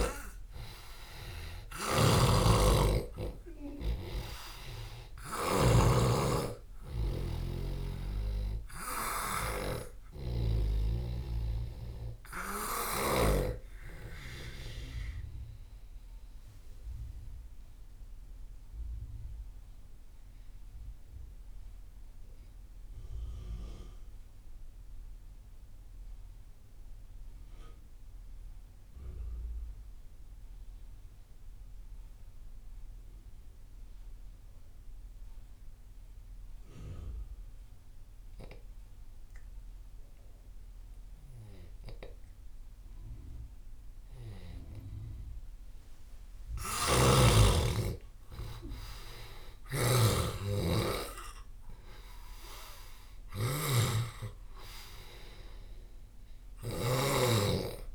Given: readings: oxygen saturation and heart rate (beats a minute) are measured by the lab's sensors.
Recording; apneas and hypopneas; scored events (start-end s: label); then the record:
breathing in sleep by a room microphone; 1
0.00-1.50 s: arousal
0.00-13.00 s: snoring (device-marked)
0.00-25.50 s: oxygen desaturation (device-marked, oxygen 86% lowest)
17.00-43.50 s: obstructive apnea (oxygen 98% before, 85% lowest)
38.50-57.95 s: oxygen desaturation (device-marked, oxygen 98% before, 85% lowest)
46.50-51.00 s: arousal
46.50-57.00 s: snoring (device-marked)
From the record:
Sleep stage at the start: N2 (light sleep); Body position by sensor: on the left side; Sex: male